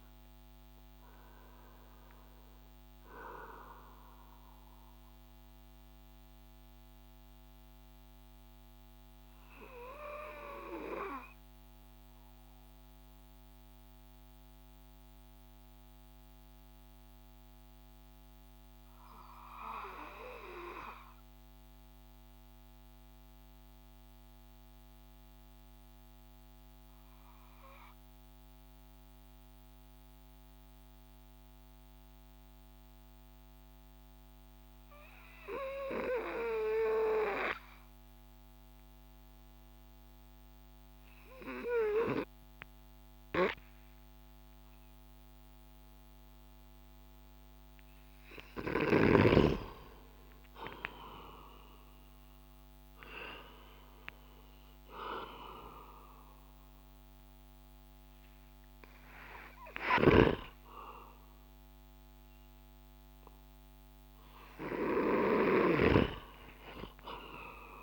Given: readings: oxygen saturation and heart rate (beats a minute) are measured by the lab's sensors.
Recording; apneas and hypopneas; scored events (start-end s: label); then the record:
breathing in sleep by a microphone on the trachea; 1
2.50-47.00 s: mixed apnea (oxygen 97% before, 91% lowest)
47.50-67.83 s: oxygen desaturation (device-marked, oxygen 97% before, 91% lowest)
49.00-53.50 s: arousal
59.00-65.00 s: snoring (device-marked)
From the record:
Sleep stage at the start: N2 (light sleep); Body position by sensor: on the back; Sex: male